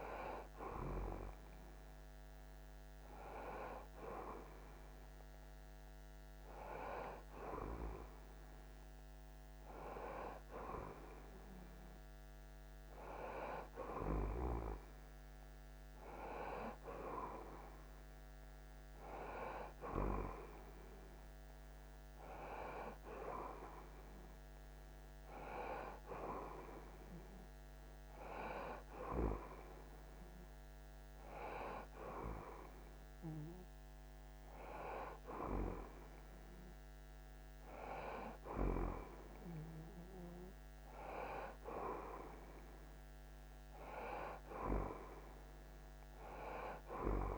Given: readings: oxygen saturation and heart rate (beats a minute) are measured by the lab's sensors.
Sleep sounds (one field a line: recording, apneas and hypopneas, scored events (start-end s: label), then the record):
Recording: breathing in sleep by a microphone on the trachea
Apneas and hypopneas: none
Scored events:
none scored
From the record:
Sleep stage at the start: N1 (lightest sleep)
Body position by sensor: on the right side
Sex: male